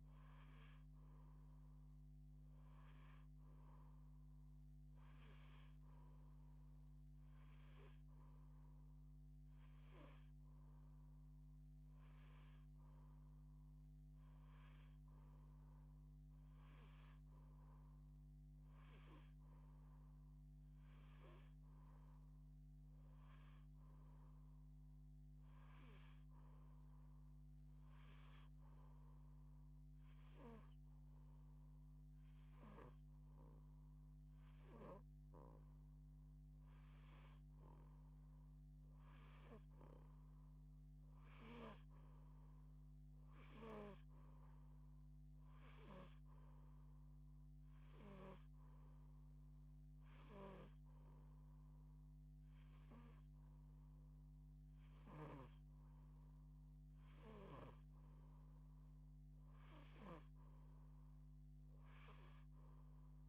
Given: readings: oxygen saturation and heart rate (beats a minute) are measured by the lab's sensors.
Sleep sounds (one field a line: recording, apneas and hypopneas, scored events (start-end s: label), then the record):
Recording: breathing in sleep by a microphone on the trachea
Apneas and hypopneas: 1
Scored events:
29.00-39.00 s: hypopnea (oxygen 89% before, 86% lowest)
41.00-45.00 s: arousal
From the record:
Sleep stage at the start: N2 (light sleep)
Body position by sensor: on the back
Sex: female